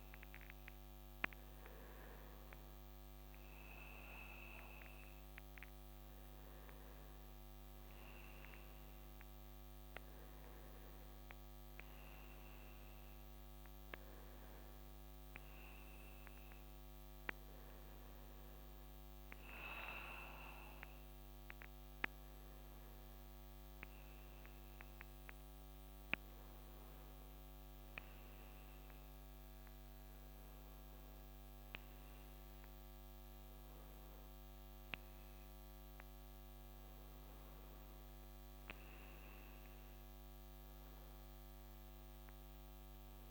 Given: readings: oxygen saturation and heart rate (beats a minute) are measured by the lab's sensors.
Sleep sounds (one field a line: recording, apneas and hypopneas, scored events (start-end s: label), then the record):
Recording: breathing in sleep by a microphone on the trachea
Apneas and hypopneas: none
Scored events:
22.50-43.31 s: new sleep stage, N2 (light sleep)
From the record:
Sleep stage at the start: N1 (lightest sleep)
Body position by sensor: on the back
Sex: male